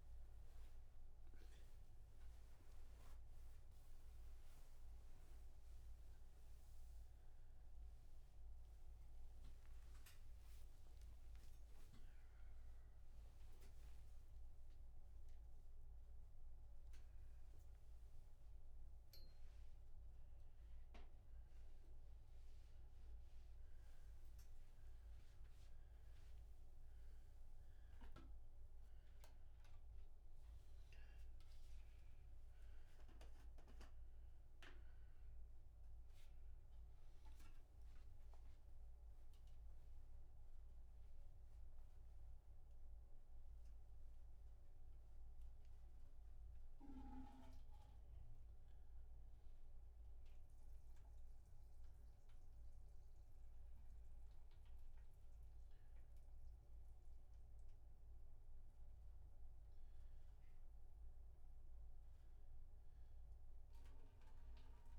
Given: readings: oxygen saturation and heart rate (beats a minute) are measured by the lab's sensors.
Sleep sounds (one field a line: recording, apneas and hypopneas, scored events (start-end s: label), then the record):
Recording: a person awake in a sleep study, hard to hear, by a room microphone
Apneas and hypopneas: none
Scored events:
none scored
From the record:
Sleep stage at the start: awake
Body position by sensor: upright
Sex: male